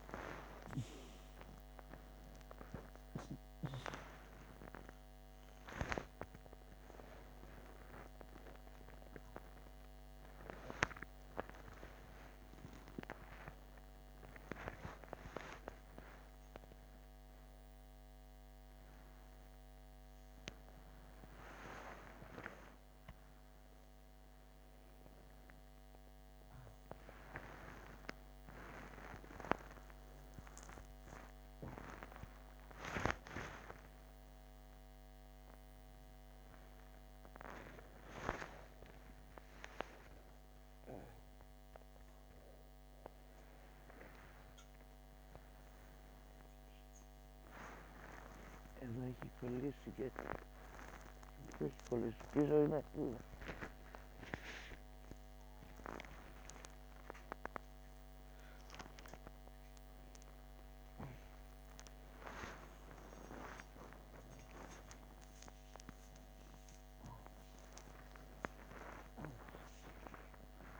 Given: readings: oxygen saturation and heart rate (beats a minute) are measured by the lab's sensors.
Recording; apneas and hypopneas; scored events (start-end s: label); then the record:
a person awake in a sleep study, by a microphone on the trachea; none
none scored
From the record:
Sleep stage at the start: awake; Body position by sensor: upright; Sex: female